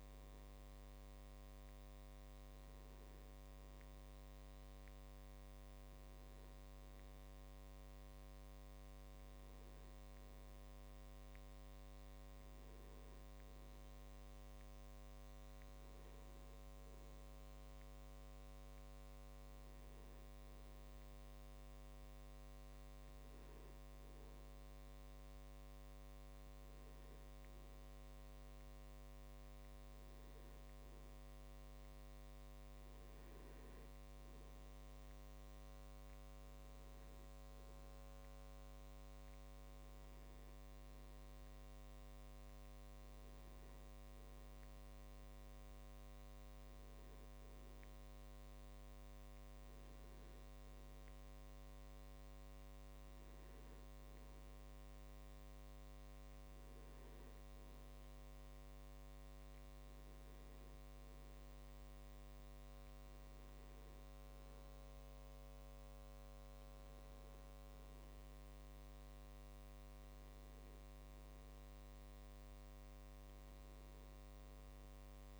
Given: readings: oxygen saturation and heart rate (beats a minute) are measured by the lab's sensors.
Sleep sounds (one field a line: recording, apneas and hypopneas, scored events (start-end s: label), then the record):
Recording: a person awake in a sleep study, hard to hear, by a microphone on the trachea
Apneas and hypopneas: none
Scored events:
none scored
From the record:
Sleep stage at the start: awake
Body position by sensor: on the back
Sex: male